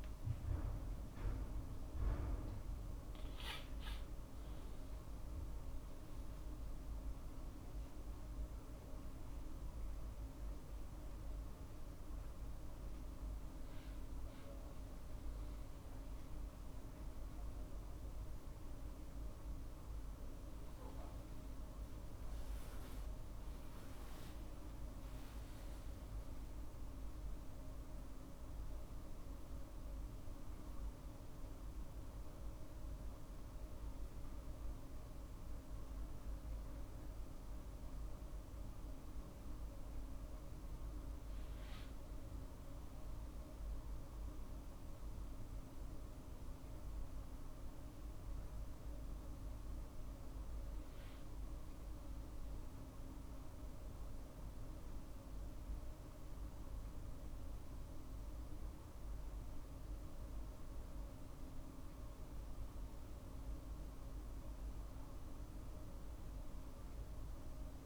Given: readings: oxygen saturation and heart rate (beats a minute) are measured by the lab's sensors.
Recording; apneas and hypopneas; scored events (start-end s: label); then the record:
a person awake in a sleep study, hard to hear, by a room microphone; none
3.50-5.50 s: long interval between heartbeats (device-marked, heart rate 55 before, 61 extreme)
From the record:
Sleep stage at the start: awake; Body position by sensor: on the right side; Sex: male